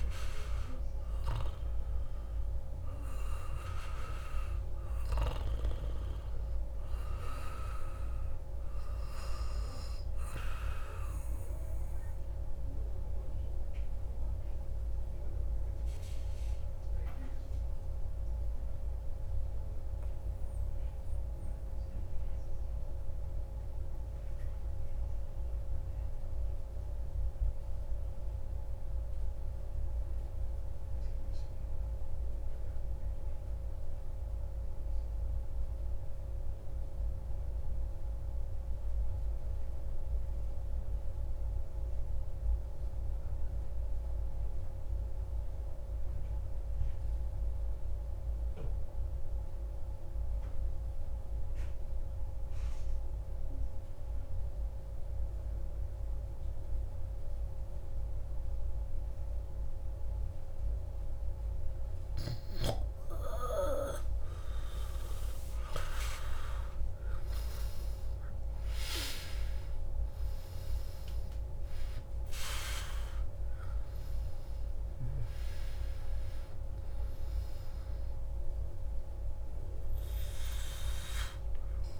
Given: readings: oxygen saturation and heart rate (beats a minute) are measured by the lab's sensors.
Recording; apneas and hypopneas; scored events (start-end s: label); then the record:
breathing in sleep by a room microphone; 1
0.00-2.00 s: arousal
0.00-26.00 s: oxygen desaturation (device-marked, oxygen 93% lowest)
13.50-63.00 s: mixed apnea (oxygen 98% before, 88% lowest)
47.00-82.00 s: oxygen desaturation (device-marked, oxygen 97% before, 88% lowest)
64.50-69.50 s: arousal
From the record:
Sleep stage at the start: N2 (light sleep); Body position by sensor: on the back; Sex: male